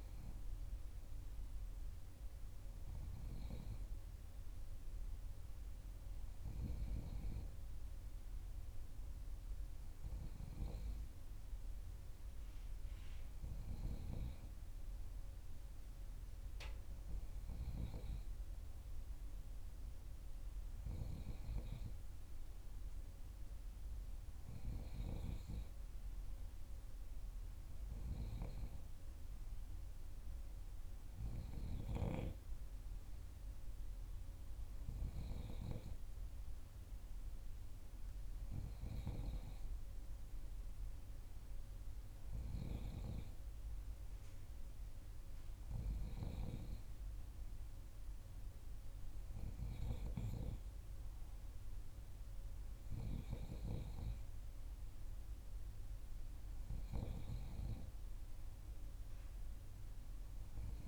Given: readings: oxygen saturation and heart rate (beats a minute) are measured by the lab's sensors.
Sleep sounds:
breathing in sleep by a room microphone; none
none scored
From the record:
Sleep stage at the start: N3 (deep sleep); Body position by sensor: on the back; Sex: female

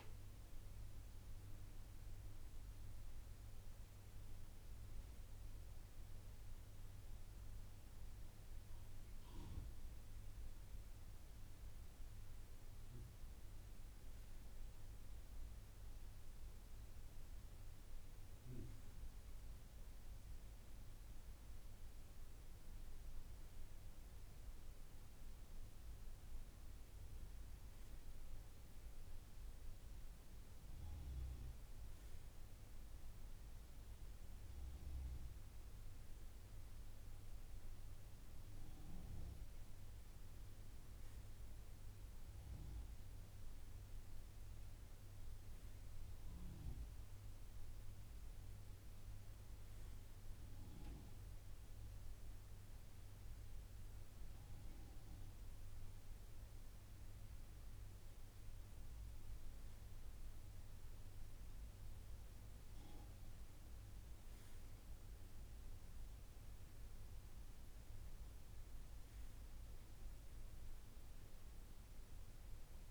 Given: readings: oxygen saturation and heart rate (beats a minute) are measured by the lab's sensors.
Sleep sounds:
breathing in sleep, hard to hear, by a room microphone; none
none scored
From the record:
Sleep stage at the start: N2 (light sleep); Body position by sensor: on the right side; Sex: male

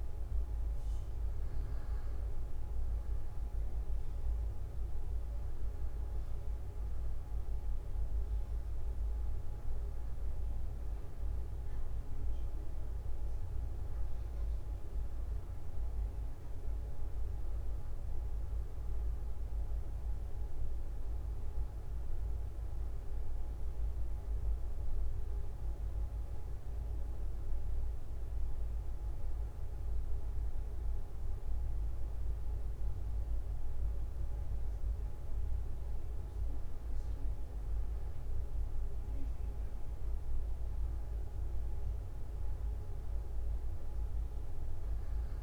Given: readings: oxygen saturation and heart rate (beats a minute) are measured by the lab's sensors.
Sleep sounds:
breathing in sleep, hard to hear, by a room microphone; none
1.50-3.50 s: long interval between heartbeats (device-marked, heart rate 49 before, 64 extreme)
13.00-15.00 s: long interval between heartbeats (device-marked, heart rate 53 before, 55 extreme)
34.50-45.42 s: new sleep stage, N2 (light sleep)
41.50-43.50 s: long interval between heartbeats (device-marked, heart rate 48 before, 56 extreme)
From the record:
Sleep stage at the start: N1 (lightest sleep); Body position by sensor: on the back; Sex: male

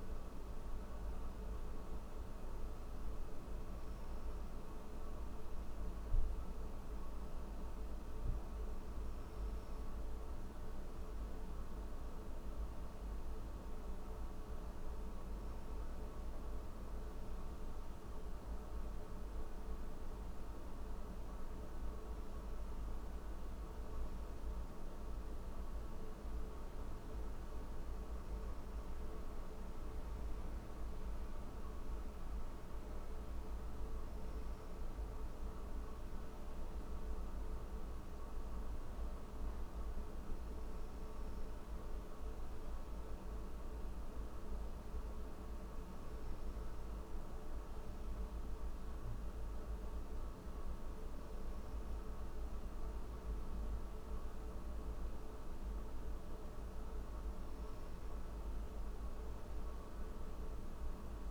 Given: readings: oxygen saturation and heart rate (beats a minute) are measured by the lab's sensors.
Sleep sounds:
breathing in sleep, hard to hear, by a room microphone; none
19.50-61.31 s: new sleep stage, N3 (deep sleep)
From the record:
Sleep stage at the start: N1 (lightest sleep); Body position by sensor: on the back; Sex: male

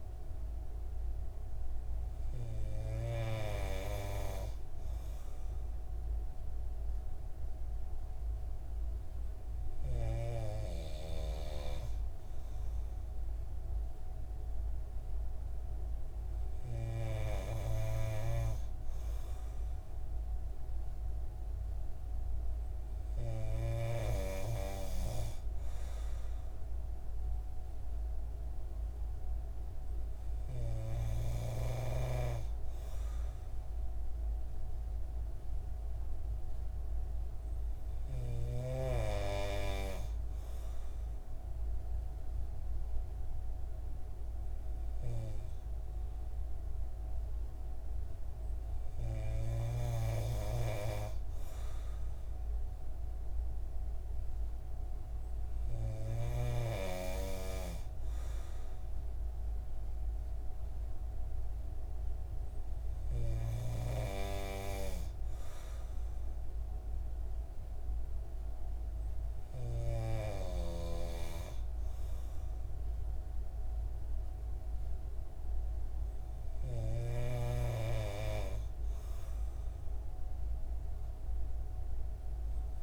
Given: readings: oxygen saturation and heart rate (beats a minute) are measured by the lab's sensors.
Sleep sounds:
breathing in sleep by a room microphone; none
none scored
From the record:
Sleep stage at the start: N3 (deep sleep); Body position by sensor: on the right side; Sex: male

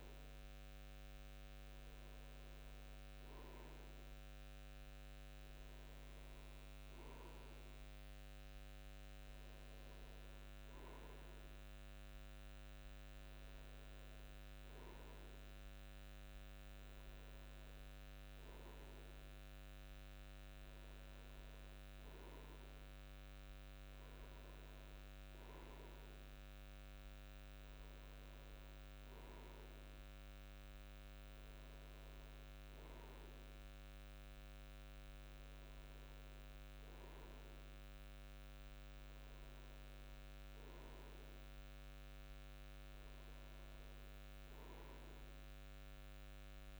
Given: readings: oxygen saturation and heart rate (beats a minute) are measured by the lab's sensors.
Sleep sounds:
breathing in sleep, hard to hear, by a microphone on the trachea; none
none scored
From the record:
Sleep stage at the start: N2 (light sleep); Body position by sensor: on the front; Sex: male

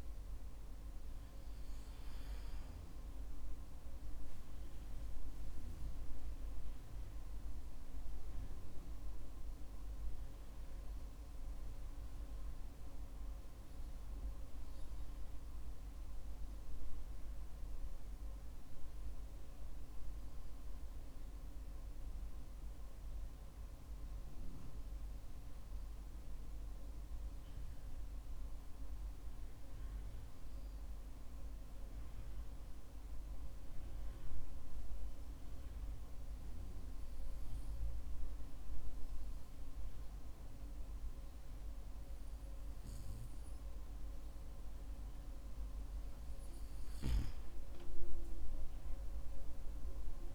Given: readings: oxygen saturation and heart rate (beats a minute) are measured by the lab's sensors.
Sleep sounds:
breathing in sleep, hard to hear, by a room microphone; 1
0.00-1.00 s: arousal
19.00-45.00 s: hypopnea (oxygen 95% before, 94% lowest, heart rate 58 before, 50 extreme, up 15 after)
From the record:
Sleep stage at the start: N2 (light sleep); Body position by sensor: on the back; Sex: male

